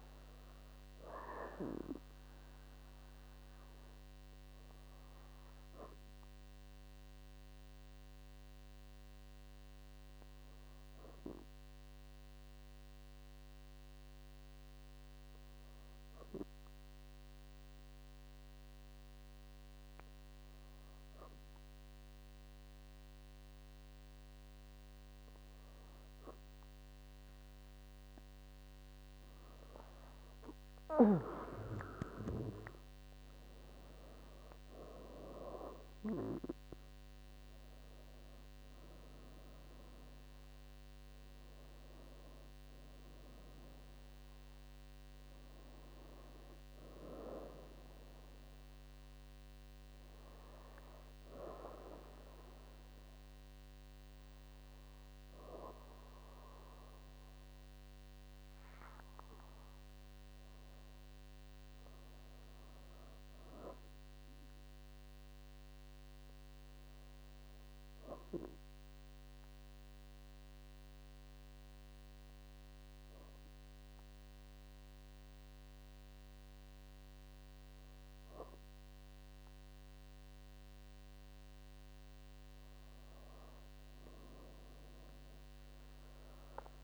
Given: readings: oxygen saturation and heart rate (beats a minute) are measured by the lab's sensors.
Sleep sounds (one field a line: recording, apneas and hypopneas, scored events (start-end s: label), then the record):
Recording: breathing in sleep by a microphone on the trachea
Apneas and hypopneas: 3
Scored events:
0.00-2.50 s: arousal
7.50-24.50 s: obstructive apnea (oxygen 98% before, 97% lowest, heart rate 64 before, 60 extreme, up 38 after)
29.50-32.50 s: arousal
48.50-58.50 s: hypopnea (oxygen 98% before, 97% lowest, heart rate 83 before, 58 extreme, up 9 after)
60.50-64.00 s: arousal
69.00-82.00 s: obstructive apnea (oxygen 99% before, 97% lowest, heart rate 64 before, 58 extreme, up 22 after)
84.50-86.83 s: arousal
From the record:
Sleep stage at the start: N2 (light sleep)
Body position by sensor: on the back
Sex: female